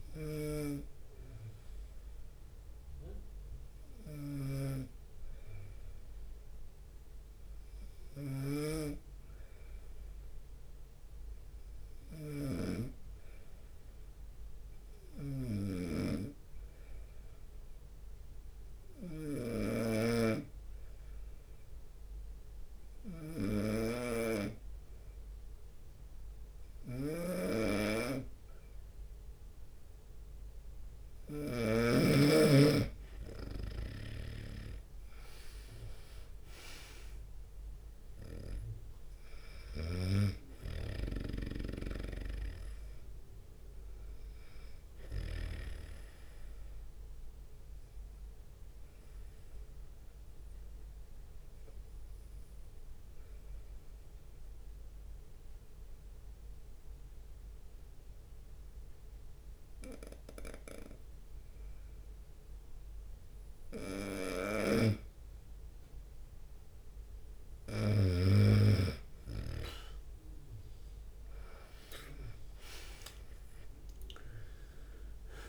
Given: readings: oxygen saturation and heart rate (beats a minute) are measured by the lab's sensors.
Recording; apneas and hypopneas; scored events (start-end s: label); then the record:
breathing in sleep by a room microphone; 2
0.00-1.50 s: oxygen desaturation (device-marked, oxygen 93% lowest, heart rate 70 extreme)
0.00-32.00 s: snoring (device-marked)
1.00-5.00 s: arousal
9.00-30.00 s: hypopnea (oxygen 96% before, 90% lowest, heart rate 73 before, 71 extreme, up 3 after)
22.00-23.50 s: leg movement (device-marked)
34.00-40.00 s: arousal
34.00-40.50 s: snoring (device-marked)
34.50-47.50 s: drop in pulse transit time (device-marked, heart rate 72 before, 72 extreme)
35.50-56.50 s: oxygen desaturation (device-marked, oxygen 94% before, 90% lowest, heart rate 72 before, 70 extreme)
42.50-46.00 s: snoring (device-marked)
52.50-66.00 s: obstructive apnea (oxygen 95% before, 90% lowest, heart rate 74 before, 70 extreme, up 7 after)
63.00-65.50 s: leg movement (device-marked)
65.00-68.50 s: snoring (device-marked)
66.00-69.50 s: leg movement (device-marked)
68.50-74.00 s: arousal
70.50-75.49 s: oxygen desaturation (device-marked, oxygen 97% before, 90% lowest, heart rate 72 before, 70 extreme)
72.00-73.50 s: leg movement (device-marked)
73.50-75.49 s: drop in pulse transit time (device-marked, heart rate 72 before, 74 extreme)
From the record:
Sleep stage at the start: N2 (light sleep); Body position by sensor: on the right side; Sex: male